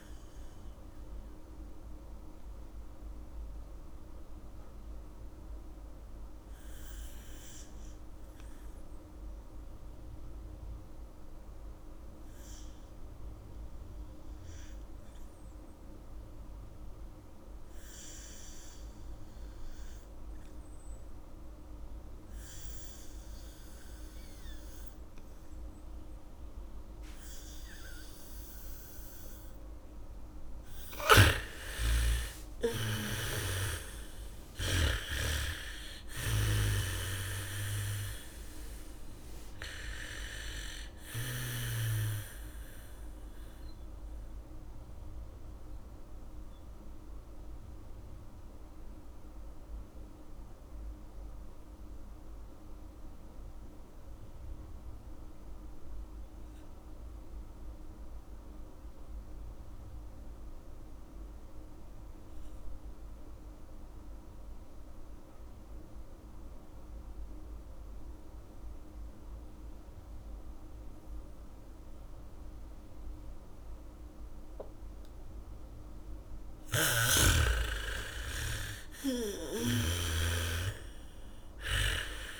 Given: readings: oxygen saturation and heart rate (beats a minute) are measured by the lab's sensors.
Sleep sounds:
breathing in sleep by a room microphone; 2
0.00-14.00 s: oxygen desaturation (device-marked, oxygen 83% lowest, heart rate 53 extreme)
1.00-30.50 s: mixed apnea (oxygen 99% before, 80% lowest, heart rate 72 before, 53 extreme, up 11 after)
18.00-26.00 s: bradycardia (device-marked, heart rate 72 before, 56 extreme)
23.00-59.00 s: oxygen desaturation (device-marked, oxygen 98% before, 80% lowest, heart rate 74 before, 45 extreme)
28.00-32.00 s: bradycardia (device-marked, heart rate 72 before, 58 extreme)
31.50-35.50 s: snoring (device-marked)
35.00-38.50 s: arousal
44.50-75.00 s: mixed apnea (oxygen 98% before, 77% lowest, heart rate 64 before, 45 extreme, up 0 after)
67.00-82.40 s: oxygen desaturation (device-marked, oxygen 99% before, 77% lowest, heart rate 77 before, 38 extreme)
73.00-81.00 s: bradycardia (device-marked, heart rate 72 before, 53 extreme)
77.00-82.40 s: snoring (device-marked)
78.50-81.50 s: arousal
From the record:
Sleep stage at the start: N2 (light sleep); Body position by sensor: on the back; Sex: female

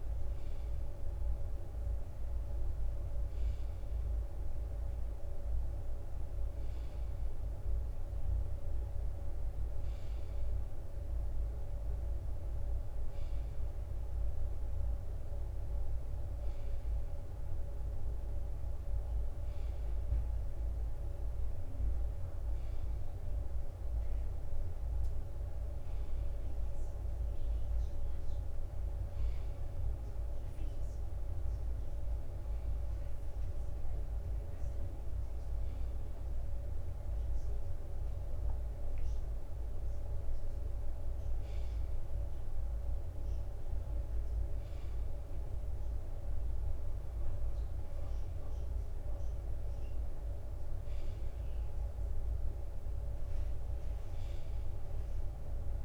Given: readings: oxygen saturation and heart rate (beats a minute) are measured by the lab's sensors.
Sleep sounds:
a person partly awake in a sleep study, hard to hear, by a room microphone; none
0.50-55.85 s: new sleep stage, N1 (lightest sleep)
From the record:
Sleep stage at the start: awake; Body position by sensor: on the right side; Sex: male

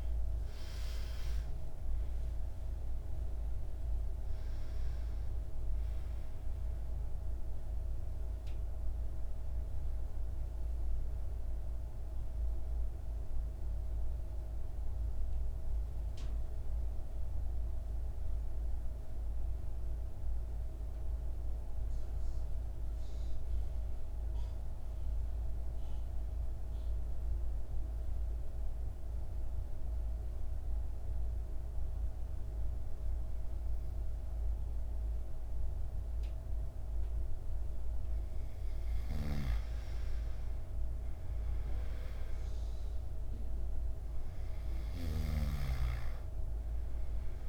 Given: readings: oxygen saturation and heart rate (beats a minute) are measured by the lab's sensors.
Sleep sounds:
breathing in sleep, hard to hear, by a room microphone; 1
0.00-2.50 s: arousal
0.00-26.50 s: oxygen desaturation (device-marked, oxygen 86% lowest, heart rate 51 extreme)
12.50-39.50 s: mixed apnea (oxygen 99% before, 86% lowest, heart rate 62 before, 52 extreme, up 2 after)
41.50-45.00 s: arousal
43.50-47.48 s: oxygen desaturation (device-marked, oxygen 98% before, 89% lowest, heart rate 56 before, 55 extreme)
From the record:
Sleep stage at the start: N2 (light sleep); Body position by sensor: on the back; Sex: male

